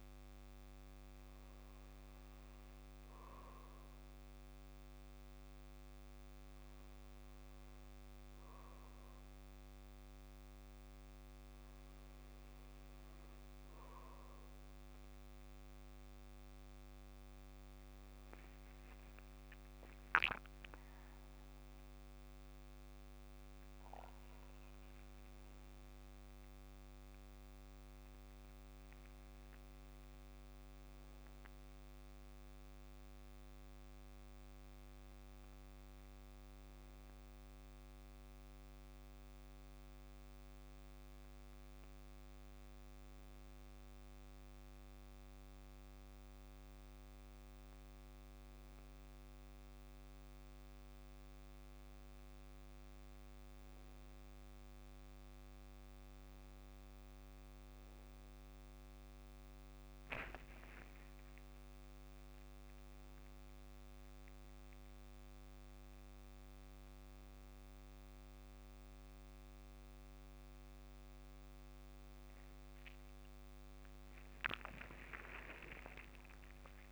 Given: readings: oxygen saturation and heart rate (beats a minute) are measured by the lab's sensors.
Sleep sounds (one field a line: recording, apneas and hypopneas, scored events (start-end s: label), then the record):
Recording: breathing in sleep, hard to hear, by a microphone on the trachea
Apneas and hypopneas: none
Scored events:
17.50-22.00 s: arousal
60.00-62.00 s: long interval between heartbeats (device-marked, heart rate 60 before, 81 extreme)
62.00-76.92 s: new sleep stage, awake
From the record:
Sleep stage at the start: N2 (light sleep)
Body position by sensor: on the back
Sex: male